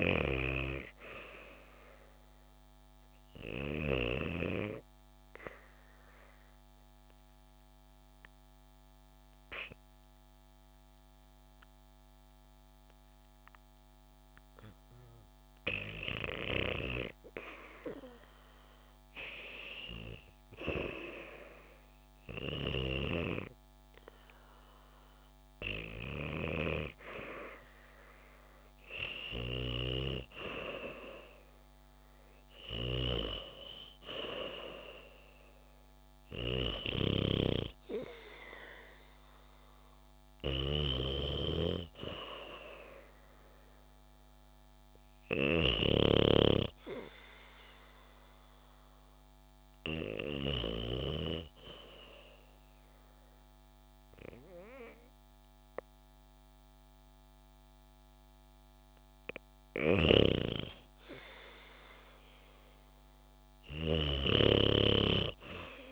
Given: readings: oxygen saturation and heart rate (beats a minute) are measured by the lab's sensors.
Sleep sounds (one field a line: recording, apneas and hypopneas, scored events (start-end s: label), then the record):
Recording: breathing in sleep by a microphone on the trachea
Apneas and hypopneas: 2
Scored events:
0.00-2.00 s: arousal
5.00-16.50 s: obstructive apnea (oxygen 95% before, 92% lowest, heart rate 76 before, 68 extreme, up 0 after)
19.50-23.00 s: arousal
27.50-36.50 s: oxygen desaturation (device-marked, oxygen 95% before, 92% lowest, heart rate 70 before, 68 extreme)
41.00-46.00 s: snoring (device-marked)
48.50-59.50 s: hypopnea (oxygen 95% before, 91% lowest, heart rate 73 before, 60 extreme, up 2 after)
61.50-65.00 s: arousal
From the record:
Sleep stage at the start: REM sleep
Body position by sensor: on the back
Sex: female